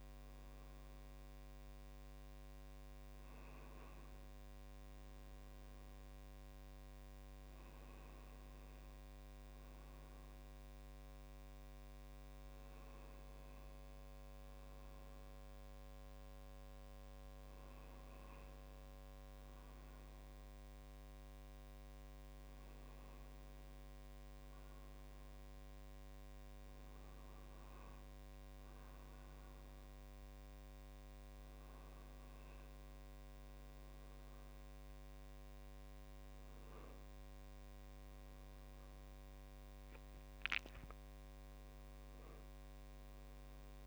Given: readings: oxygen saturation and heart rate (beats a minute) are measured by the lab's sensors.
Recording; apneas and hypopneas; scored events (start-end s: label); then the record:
a person awake in a sleep study, hard to hear, by a microphone on the trachea; none
none scored
From the record:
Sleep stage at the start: awake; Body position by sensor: on the right side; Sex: male